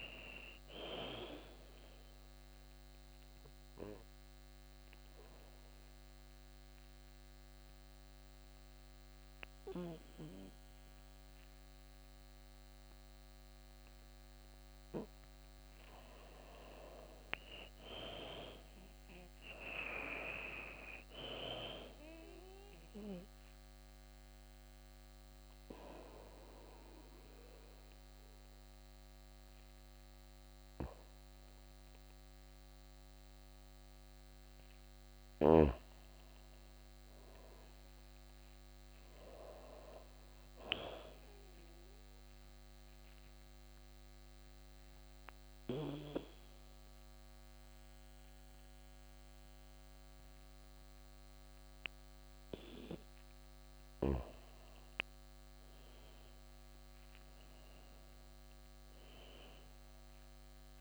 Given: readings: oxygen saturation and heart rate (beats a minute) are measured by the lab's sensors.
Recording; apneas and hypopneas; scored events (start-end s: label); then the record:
breathing in sleep by a microphone on the trachea; 3
2.00-14.00 s: obstructive apnea (oxygen 96% before, 86% lowest, heart rate 79 before, 79 extreme, up 0 after)
4.50-11.50 s: oxygen desaturation (device-marked, oxygen 96% before, 91% lowest, heart rate 79 before, 79 extreme)
15.50-19.00 s: arousal
19.50-36.50 s: oxygen desaturation (device-marked, oxygen 96% before, 86% lowest, heart rate 79 before, 76 extreme)
22.50-33.00 s: obstructive apnea (oxygen 96% before, 86% lowest, heart rate 80 before, 76 extreme, up 0 after)
34.50-37.50 s: arousal
40.50-53.00 s: obstructive apnea (oxygen 97% before, 88% lowest, heart rate 80 before, 76 extreme)
45.50-55.50 s: oxygen desaturation (device-marked, oxygen 97% before, 91% lowest, heart rate 80 before, 76 extreme)
55.00-58.00 s: arousal
From the record:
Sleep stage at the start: N2 (light sleep); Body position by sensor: on the back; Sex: female